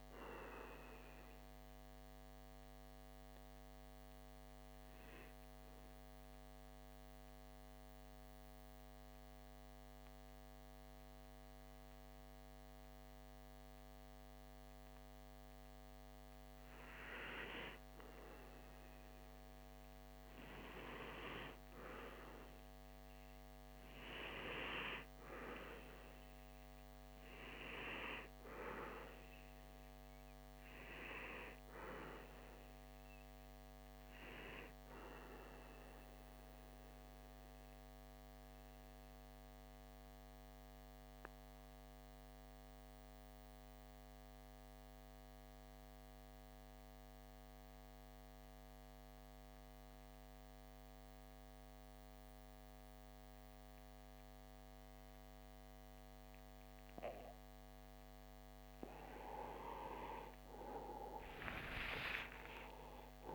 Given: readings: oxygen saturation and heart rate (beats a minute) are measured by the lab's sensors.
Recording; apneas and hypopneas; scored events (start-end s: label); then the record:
breathing in sleep by a microphone on the trachea; 2
0.50-15.50 s: mixed apnea (oxygen 97% before, 92% lowest)
19.00-22.00 s: arousal
24.50-63.35 s: new sleep stage, N2 (light sleep)
34.50-57.00 s: mixed apnea (oxygen 97% before, 92% lowest)
57.50-61.50 s: arousal
61.50-63.35 s: oxygen desaturation (device-marked, oxygen 96% before, 92% lowest)
From the record:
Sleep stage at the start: REM sleep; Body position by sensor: on the back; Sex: male